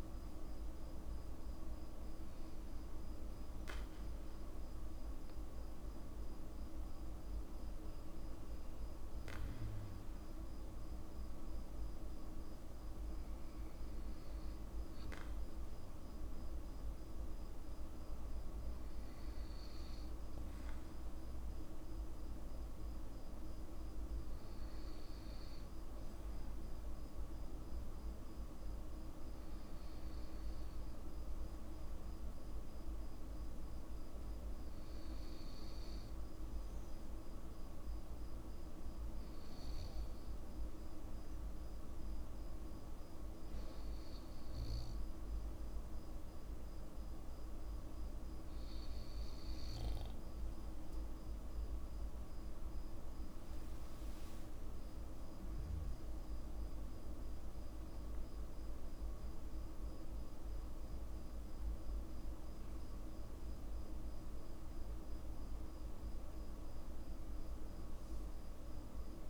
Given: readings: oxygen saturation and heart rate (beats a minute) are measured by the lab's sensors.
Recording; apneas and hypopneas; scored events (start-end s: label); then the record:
breathing in sleep, hard to hear, by a room microphone; 1
30.50-49.00 s: hypopnea (oxygen 96% before, 95% lowest, heart rate 53 before, 51 extreme, up 7 after)
51.00-55.00 s: arousal
From the record:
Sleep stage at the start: N2 (light sleep); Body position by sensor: on the back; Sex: male